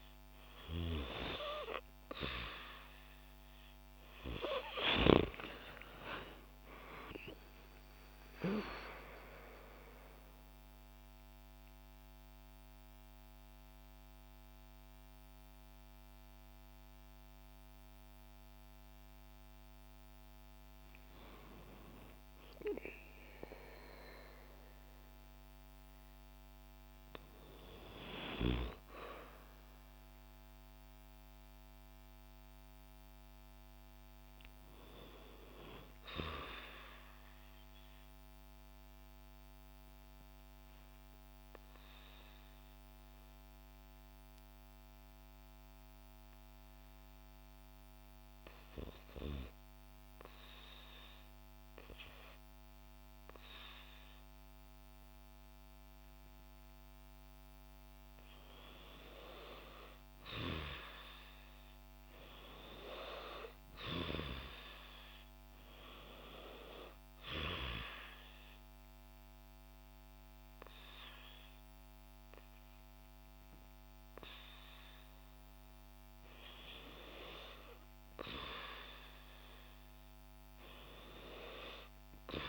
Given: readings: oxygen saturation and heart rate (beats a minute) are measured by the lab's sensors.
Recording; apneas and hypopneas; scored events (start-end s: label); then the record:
breathing in sleep by a microphone on the trachea; 2
0.00-3.00 s: oxygen desaturation (device-marked, oxygen 82% lowest, heart rate 62 extreme)
4.00-8.00 s: arousal
38.50-55.50 s: obstructive apnea (oxygen 98% before, 89% lowest, heart rate 62 before, 59 extreme, up 2 after)
56.00-80.00 s: oxygen desaturation (device-marked, oxygen 97% before, 89% lowest, heart rate 59 before, 60 extreme)
57.50-61.50 s: arousal
67.50-77.50 s: obstructive apnea (oxygen 97% before, 89% lowest, heart rate 60 before, 60 extreme, up 0 after)
81.00-82.49 s: arousal
From the record:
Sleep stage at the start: REM sleep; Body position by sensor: on the back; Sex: female